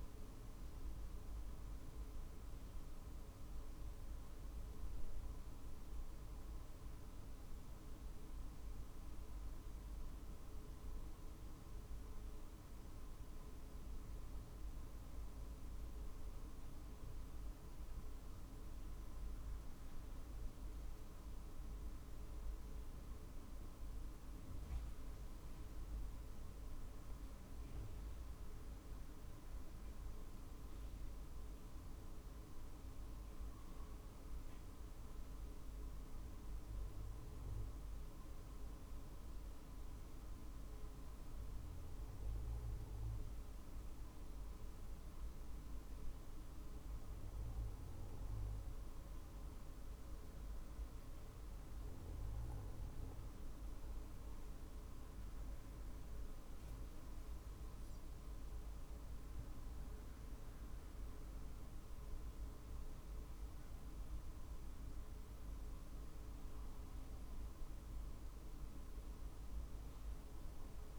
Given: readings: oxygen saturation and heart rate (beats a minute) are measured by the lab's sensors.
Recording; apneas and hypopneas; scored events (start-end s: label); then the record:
breathing in sleep, hard to hear, by a room microphone; 2
15.50-27.00 s: obstructive apnea (oxygen 95% before, 94% lowest, heart rate 48 before, 47 extreme, up 4 after)
29.00-32.00 s: arousal
30.50-45.50 s: drop in pulse transit time (device-marked, heart rate 48 before, 47 extreme)
38.50-56.50 s: obstructive apnea (oxygen 96% before, 93% lowest, heart rate 49 before, 47 extreme, up 3 after)
58.50-62.00 s: arousal
63.50-70.99 s: drop in pulse transit time (device-marked, heart rate 49 before, 47 extreme)
From the record:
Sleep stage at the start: N2 (light sleep); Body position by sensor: on the right side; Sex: male